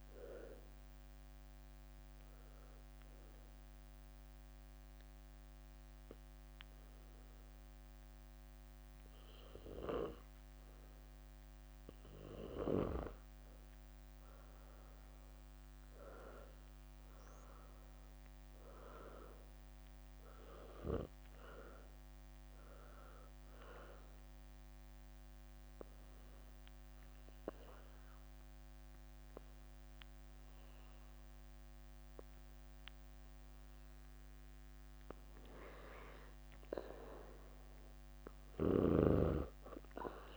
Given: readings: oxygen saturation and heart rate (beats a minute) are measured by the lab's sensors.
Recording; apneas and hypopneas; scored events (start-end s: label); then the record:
breathing in sleep by a microphone on the trachea; 2
0.00-13.50 s: oxygen desaturation (device-marked, oxygen 91% lowest, heart rate 60 extreme)
0.50-12.00 s: obstructive apnea (oxygen 96% before, 90% lowest, heart rate 68 before, 60 extreme, up 12 after)
14.50-19.00 s: arousal
21.50-38.50 s: oxygen desaturation (device-marked, oxygen 96% before, 90% lowest, heart rate 67 before, 60 extreme)
24.50-34.50 s: obstructive apnea (oxygen 96% before, 90% lowest, heart rate 68 before, 60 extreme, up 10 after)
30.00-36.00 s: leg movement (device-marked)
37.50-40.37 s: arousal
From the record:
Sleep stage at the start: N2 (light sleep); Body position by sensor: on the back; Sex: female